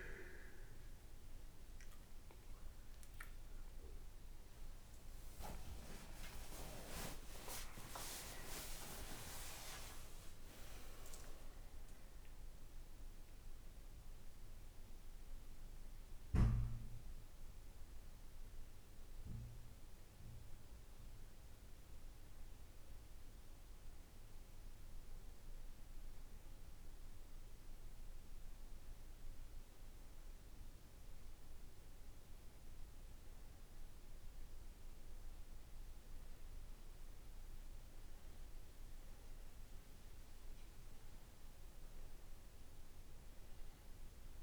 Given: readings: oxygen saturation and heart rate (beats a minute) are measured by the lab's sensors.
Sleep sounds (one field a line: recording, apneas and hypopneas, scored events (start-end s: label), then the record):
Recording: a person partly awake in a sleep study, by a room microphone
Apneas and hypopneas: 1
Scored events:
4.00-34.00 s: new sleep stage, N1 (lightest sleep)
15.00-31.00 s: hypopnea (oxygen 97% before, 92% lowest, heart rate 72 before, 56 extreme, up 5 after)
30.00-44.43 s: oxygen desaturation (device-marked, oxygen 98% before, 93% lowest, heart rate 64 before, 60 extreme)
34.00-39.00 s: arousal
34.00-44.43 s: new sleep stage, N2 (light sleep)
From the record:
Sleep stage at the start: awake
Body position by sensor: on the back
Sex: male